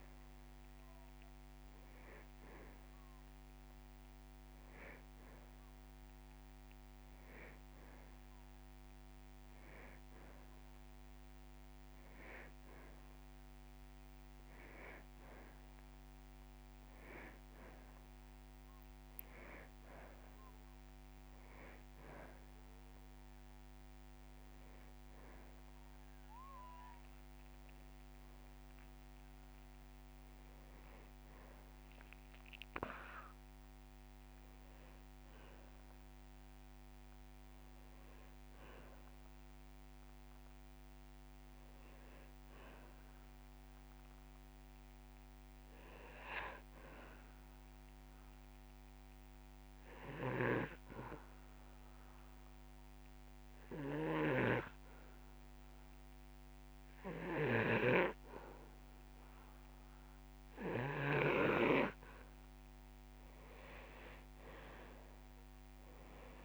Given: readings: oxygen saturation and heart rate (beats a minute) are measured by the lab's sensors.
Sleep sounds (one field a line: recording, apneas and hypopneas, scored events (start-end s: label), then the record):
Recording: breathing in sleep by a microphone on the trachea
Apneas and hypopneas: 1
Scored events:
0.00-21.00 s: oxygen desaturation (device-marked, oxygen 88% lowest)
37.00-40.50 s: arousal
47.00-66.45 s: oxygen desaturation (device-marked, oxygen 98% before, 95% lowest)
48.00-60.50 s: obstructive apnea (oxygen 99% before, 91% lowest)
From the record:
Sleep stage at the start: N2 (light sleep)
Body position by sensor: on the back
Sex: male